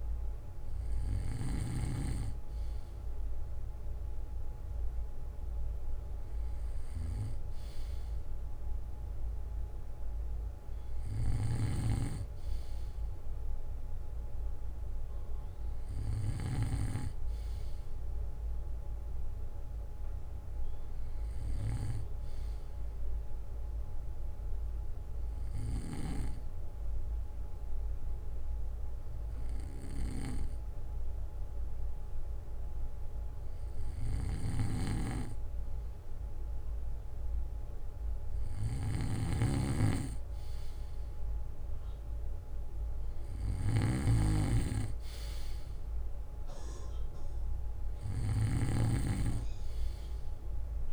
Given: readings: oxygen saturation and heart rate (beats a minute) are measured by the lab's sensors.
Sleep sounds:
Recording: breathing in sleep by a room microphone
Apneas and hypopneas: 1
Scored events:
6.50-8.50 s: bradycardia (device-marked, heart rate 63 before, 66 extreme)
24.50-35.50 s: obstructive apnea (oxygen 95% before, 93% lowest, heart rate 62 before, 50 extreme, up 1 after)
34.00-50.93 s: snoring (device-marked)
34.50-36.50 s: bradycardia (device-marked, heart rate 63 before, 59 extreme)
38.50-41.50 s: arousal
42.50-49.50 s: bradycardia (device-marked, heart rate 63 before, 50 extreme)
From the record:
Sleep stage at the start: N2 (light sleep)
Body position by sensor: on the back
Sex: male

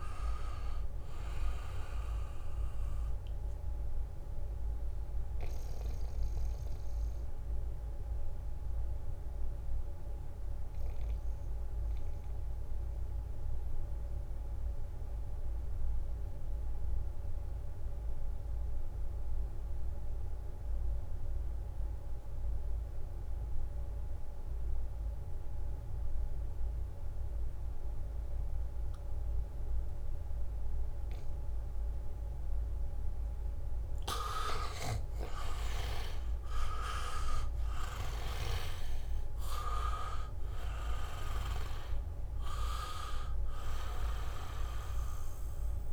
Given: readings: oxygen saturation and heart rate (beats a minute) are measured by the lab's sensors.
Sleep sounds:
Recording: breathing in sleep by a room microphone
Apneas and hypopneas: 1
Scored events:
0.00-22.50 s: oxygen desaturation (device-marked, oxygen 82% lowest, heart rate 68 extreme)
7.00-32.00 s: mixed apnea (oxygen 98% before, 80% lowest, heart rate 73 before, 68 extreme, up 0 after)
22.00-26.00 s: leg movement (device-marked)
28.50-45.93 s: oxygen desaturation (device-marked, oxygen 99% before, 80% lowest, heart rate 77 before, 66 extreme)
35.50-40.00 s: arousal
From the record:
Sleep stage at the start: N2 (light sleep)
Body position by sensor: on the back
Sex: male

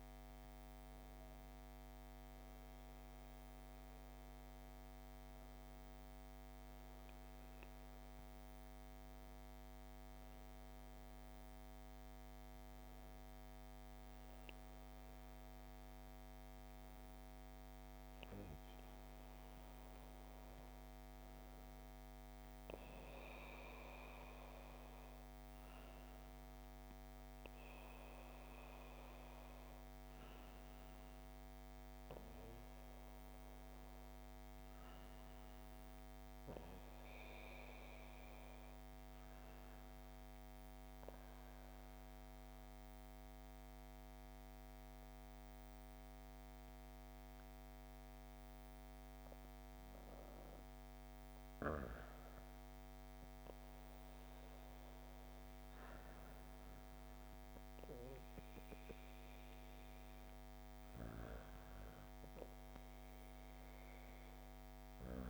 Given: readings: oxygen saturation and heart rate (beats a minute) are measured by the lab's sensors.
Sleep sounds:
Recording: breathing in sleep, hard to hear, by a microphone on the trachea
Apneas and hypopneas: 1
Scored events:
39.00-51.00 s: obstructive apnea (oxygen 98% before, 96% lowest, heart rate 63 before, 58 extreme, up 7 after)
53.00-57.50 s: arousal
From the record:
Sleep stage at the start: REM sleep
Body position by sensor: on the back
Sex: female

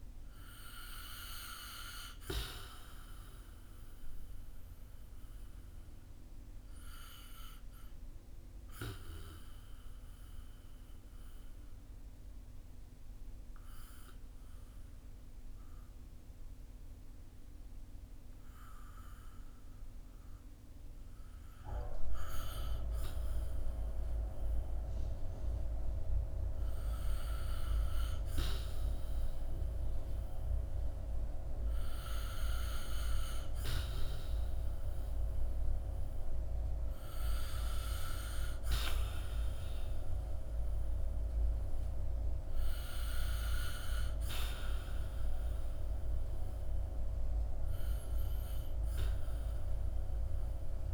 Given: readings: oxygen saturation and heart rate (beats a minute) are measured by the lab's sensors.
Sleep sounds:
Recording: breathing in sleep by a room microphone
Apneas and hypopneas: 1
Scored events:
6.00-28.00 s: obstructive apnea (oxygen 90% before, 85% lowest, heart rate 59 before, 53 extreme, up 12 after)
30.50-35.50 s: arousal
43.00-50.94 s: oxygen desaturation (device-marked, oxygen 91% before, 85% lowest, heart rate 61 before, 51 extreme)
From the record:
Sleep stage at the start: REM sleep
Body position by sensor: on the back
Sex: male

